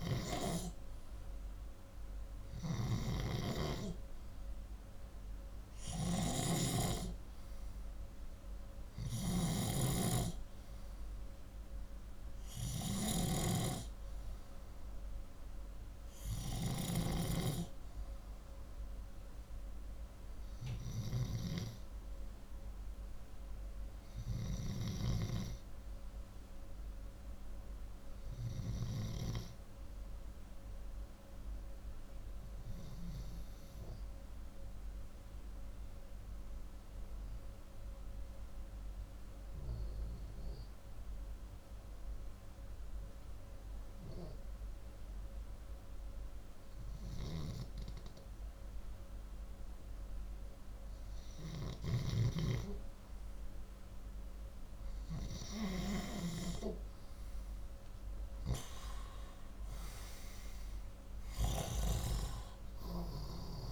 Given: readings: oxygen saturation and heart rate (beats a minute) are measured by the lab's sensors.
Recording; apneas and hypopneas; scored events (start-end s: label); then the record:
breathing in sleep by a room microphone; 1
5.00-9.00 s: snoring (device-marked)
27.50-35.50 s: oxygen desaturation (device-marked, oxygen 95% before, 91% lowest)
32.00-49.00 s: obstructive apnea (oxygen 95% before, 91% lowest)
51.00-55.50 s: snoring (device-marked)
54.00-59.00 s: arousal
From the record:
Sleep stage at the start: N2 (light sleep); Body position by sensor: upright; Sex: male